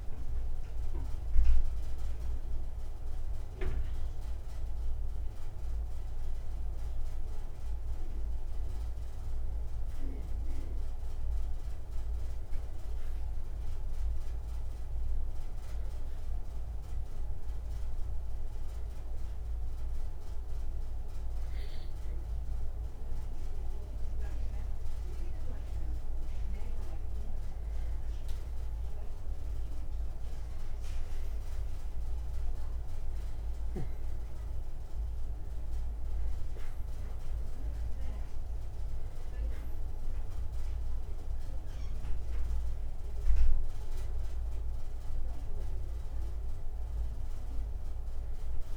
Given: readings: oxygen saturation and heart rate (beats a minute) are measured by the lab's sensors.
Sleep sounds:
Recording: breathing in sleep, hard to hear, by a room microphone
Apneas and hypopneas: 1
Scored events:
16.00-27.00 s: obstructive apnea (oxygen 95% before, 92% lowest, heart rate 60 before, 58 extreme, up 3 after)
32.00-37.00 s: arousal
From the record:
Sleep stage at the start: N2 (light sleep)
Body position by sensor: on the back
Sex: male

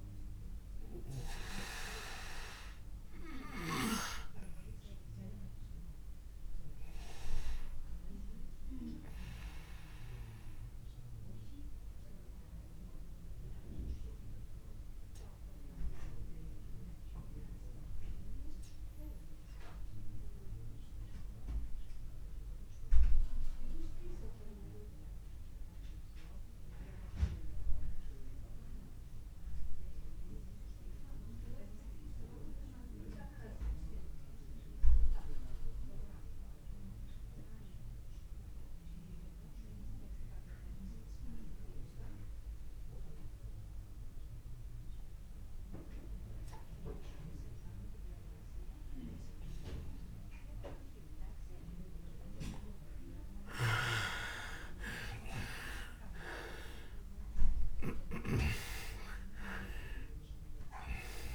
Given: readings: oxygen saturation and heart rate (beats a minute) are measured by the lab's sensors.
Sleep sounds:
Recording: breathing in sleep by a room microphone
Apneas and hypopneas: 1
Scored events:
0.00-25.00 s: oxygen desaturation (device-marked, oxygen 86% lowest)
3.00-52.00 s: obstructive apnea (oxygen 100% before, 84% lowest)
34.00-61.34 s: new sleep stage, N2 (light sleep)
44.00-61.34 s: oxygen desaturation (device-marked, oxygen 99% before, 84% lowest)
55.00-60.00 s: arousal
From the record:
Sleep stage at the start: REM sleep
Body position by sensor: on the back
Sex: male

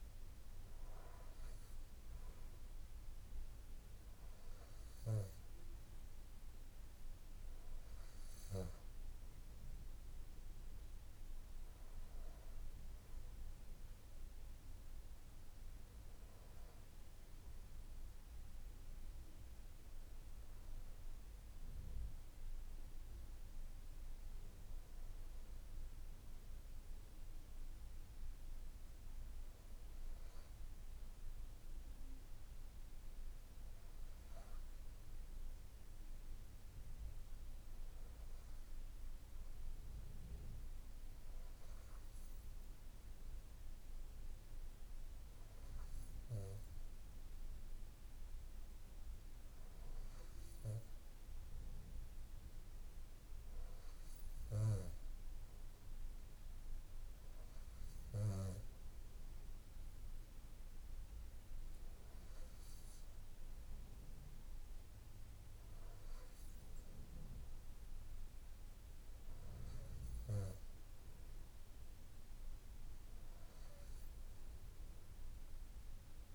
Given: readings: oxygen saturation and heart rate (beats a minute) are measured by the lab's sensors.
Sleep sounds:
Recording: breathing in sleep, hard to hear, by a room microphone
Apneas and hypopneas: none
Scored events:
none scored
From the record:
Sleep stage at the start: N3 (deep sleep)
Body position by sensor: on the back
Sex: male

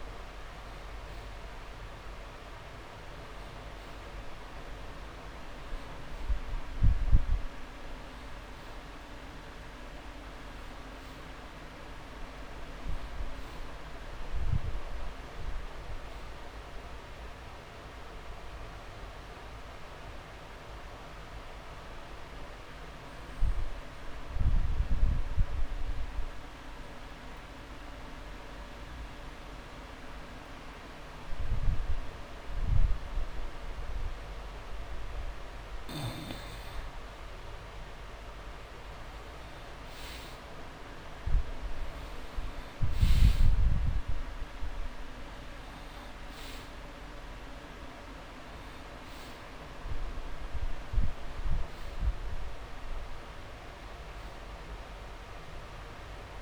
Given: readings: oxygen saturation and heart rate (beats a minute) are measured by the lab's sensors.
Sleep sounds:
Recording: breathing in sleep, hard to hear, by a room microphone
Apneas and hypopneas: 1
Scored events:
8.50-18.50 s: drop in pulse transit time (device-marked)
20.50-35.50 s: obstructive apnea (oxygen 99% before, 88% lowest)
28.00-30.00 s: long interval between heartbeats (device-marked)
33.50-43.50 s: drop in pulse transit time (device-marked)
38.50-42.00 s: arousal
45.50-56.42 s: oxygen desaturation (device-marked, oxygen 97% before, 88% lowest)
From the record:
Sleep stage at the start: N2 (light sleep)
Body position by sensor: on the back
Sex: male

